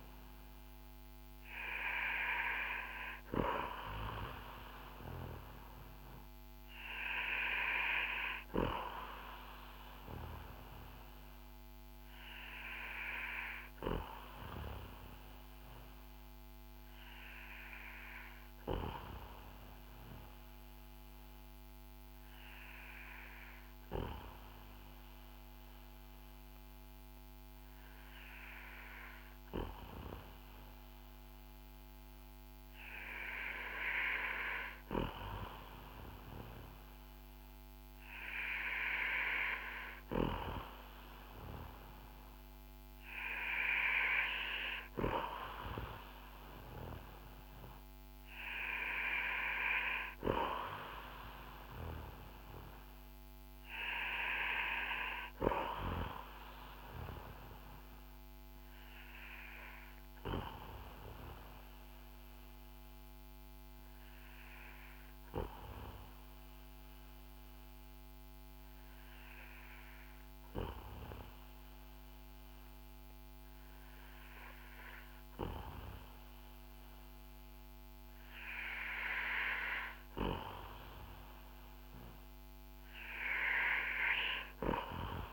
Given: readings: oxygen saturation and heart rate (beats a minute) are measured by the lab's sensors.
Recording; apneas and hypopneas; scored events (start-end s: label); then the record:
breathing in sleep by a microphone on the trachea; 2
0.00-3.00 s: arousal
14.00-35.00 s: obstructive apnea (oxygen 96% before, 93% lowest, heart rate 55 before, 38 extreme, up 6 after)
37.00-41.00 s: arousal
59.00-78.50 s: obstructive apnea (oxygen 95% before, 92% lowest, heart rate 53 before, 53 extreme, up 5 after)
83.50-85.33 s: arousal
From the record:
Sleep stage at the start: N2 (light sleep); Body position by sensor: on the back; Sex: male